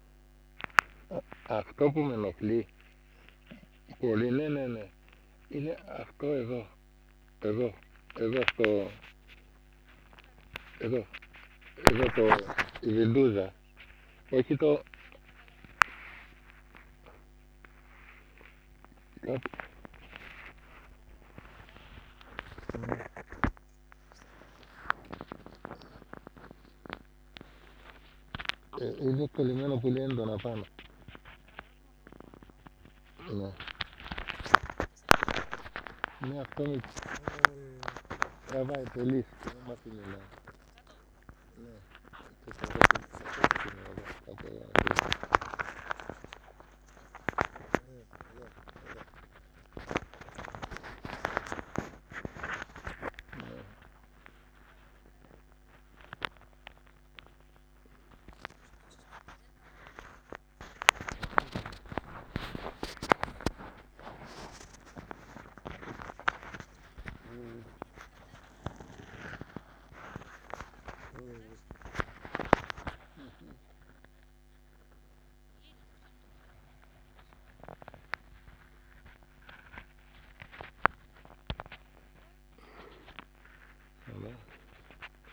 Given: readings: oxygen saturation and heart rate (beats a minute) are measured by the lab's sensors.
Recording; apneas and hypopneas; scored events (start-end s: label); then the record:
a person awake in a sleep study, by a microphone on the trachea; none
8.50-12.50 s: snoring (device-marked)
25.50-35.00 s: snoring (device-marked)
39.50-43.50 s: snoring (device-marked)
48.00-52.00 s: snoring (device-marked)
61.50-72.00 s: snoring (device-marked)
From the record:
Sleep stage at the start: awake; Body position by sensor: on the back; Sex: male